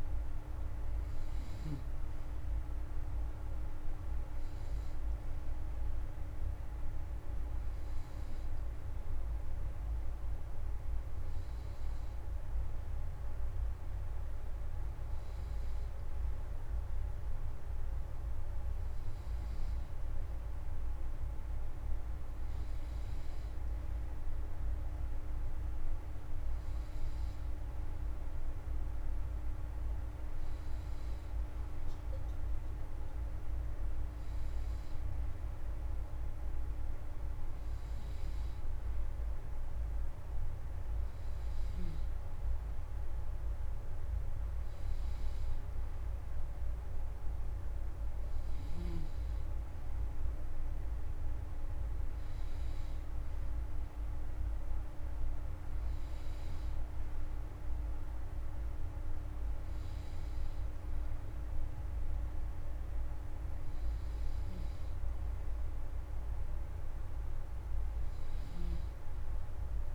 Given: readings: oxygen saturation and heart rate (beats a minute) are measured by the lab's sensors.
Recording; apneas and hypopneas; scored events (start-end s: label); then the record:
breathing in sleep, hard to hear, by a room microphone; none
0.00-12.00 s: oxygen desaturation (device-marked, oxygen 90% lowest, heart rate 84 extreme)
68.00-69.94 s: snoring (device-marked)
From the record:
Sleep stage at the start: N2 (light sleep); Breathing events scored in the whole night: 235 in 4.4 hours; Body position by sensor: on the front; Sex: male